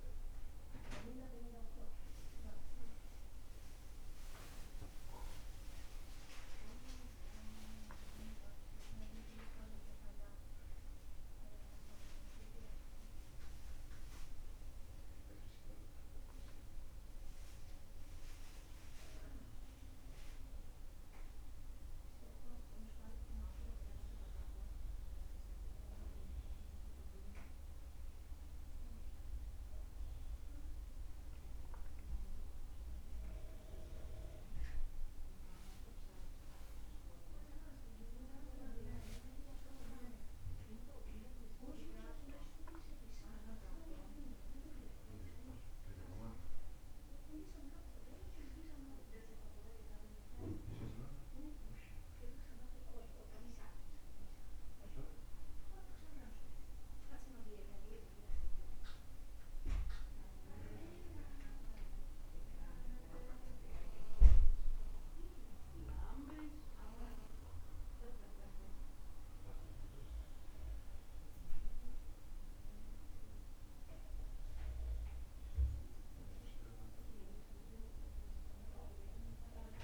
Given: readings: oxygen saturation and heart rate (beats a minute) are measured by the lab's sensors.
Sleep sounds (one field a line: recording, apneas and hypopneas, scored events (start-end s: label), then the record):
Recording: breathing in sleep by a room microphone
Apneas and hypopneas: none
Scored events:
3.50-7.50 s: arousal
34.50-39.00 s: arousal
From the record:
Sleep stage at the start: N1 (lightest sleep)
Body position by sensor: on the back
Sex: male